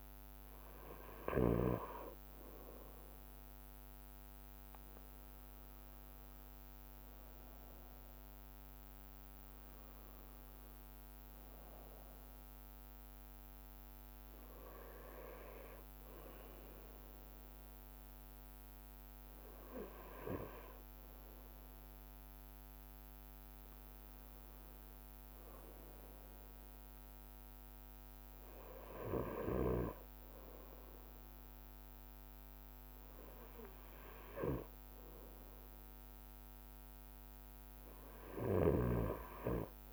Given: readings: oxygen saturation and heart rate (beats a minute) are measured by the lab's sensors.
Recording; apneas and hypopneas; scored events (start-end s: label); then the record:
breathing in sleep by a microphone on the trachea; none
0.00-3.50 s: bradycardia (device-marked, heart rate 58 extreme)
15.50-17.50 s: bradycardia (device-marked, heart rate 39 before, 60 extreme)
36.50-39.93 s: bradycardia (device-marked, heart rate 41 before, 58 extreme)
From the record:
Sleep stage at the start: N2 (light sleep); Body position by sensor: on the right side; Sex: male